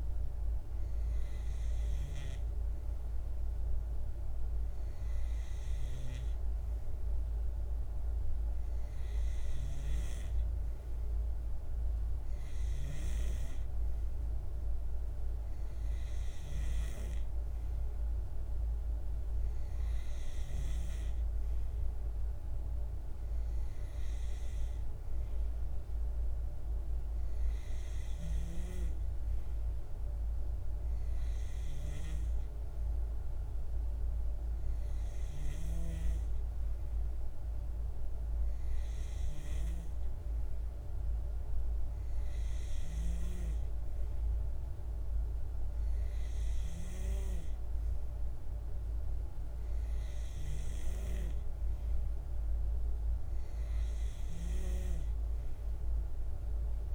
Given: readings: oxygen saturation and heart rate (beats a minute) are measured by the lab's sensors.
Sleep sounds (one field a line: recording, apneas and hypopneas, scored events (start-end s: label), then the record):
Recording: breathing in sleep, hard to hear, by a room microphone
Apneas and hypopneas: none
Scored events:
none scored
From the record:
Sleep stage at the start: N2 (light sleep)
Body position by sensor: on the back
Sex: male